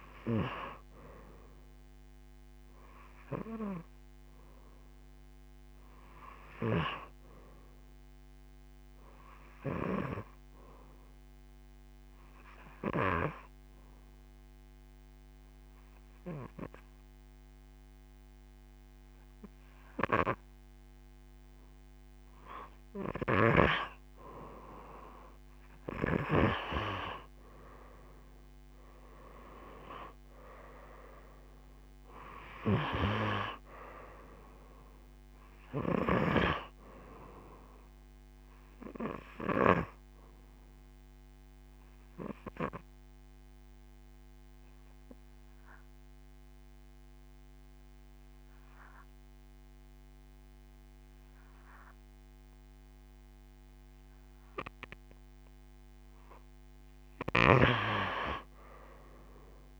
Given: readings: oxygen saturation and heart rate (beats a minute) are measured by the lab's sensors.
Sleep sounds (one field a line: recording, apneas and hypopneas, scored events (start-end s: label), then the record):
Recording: breathing in sleep by a microphone on the trachea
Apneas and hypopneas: 2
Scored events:
0.00-9.00 s: oxygen desaturation (device-marked, oxygen 91% lowest)
9.00-23.50 s: obstructive apnea (oxygen 99% before, 87% lowest)
28.00-33.00 s: arousal
28.00-50.00 s: oxygen desaturation (device-marked, oxygen 96% before, 91% lowest)
39.00-55.00 s: obstructive apnea (oxygen 97% before, 87% lowest)
From the record:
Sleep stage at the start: N2 (light sleep)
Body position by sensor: on the right side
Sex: female